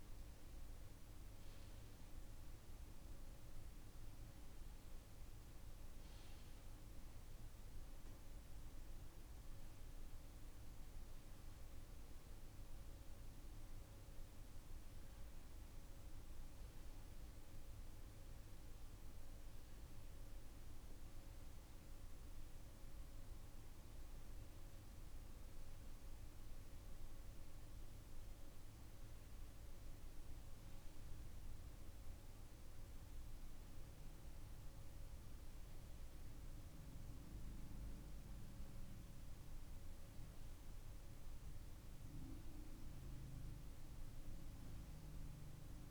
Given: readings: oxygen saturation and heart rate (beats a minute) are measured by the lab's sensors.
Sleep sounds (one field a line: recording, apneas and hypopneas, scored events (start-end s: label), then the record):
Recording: a person partly awake in a sleep study, hard to hear, by a room microphone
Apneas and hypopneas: none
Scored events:
16.00-45.91 s: new sleep stage, N1 (lightest sleep)
From the record:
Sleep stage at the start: awake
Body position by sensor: on the right side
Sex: male